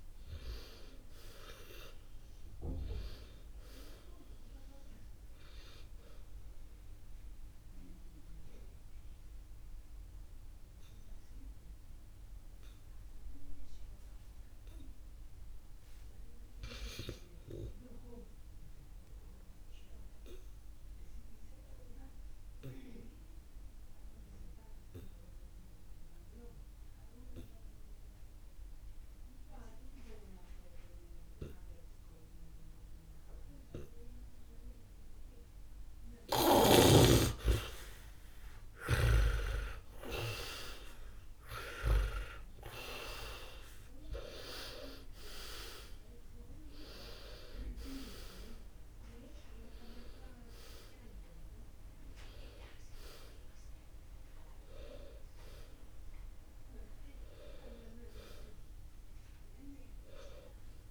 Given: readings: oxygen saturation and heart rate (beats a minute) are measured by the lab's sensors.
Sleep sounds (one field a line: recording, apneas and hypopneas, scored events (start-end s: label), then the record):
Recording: breathing in sleep by a room microphone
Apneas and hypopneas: 1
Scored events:
0.00-20.00 s: oxygen desaturation (device-marked, oxygen 82% lowest, heart rate 52 extreme)
7.00-36.00 s: obstructive apnea (oxygen 99% before, 77% lowest, heart rate 62 before, 52 extreme, up 1 after)
32.00-60.91 s: oxygen desaturation (device-marked, oxygen 99% before, 77% lowest, heart rate 65 before, 52 extreme)
38.00-41.50 s: arousal
44.00-60.91 s: new sleep stage, N1 (lightest sleep)
58.00-60.91 s: arousal
From the record:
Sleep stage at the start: N2 (light sleep)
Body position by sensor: on the back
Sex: male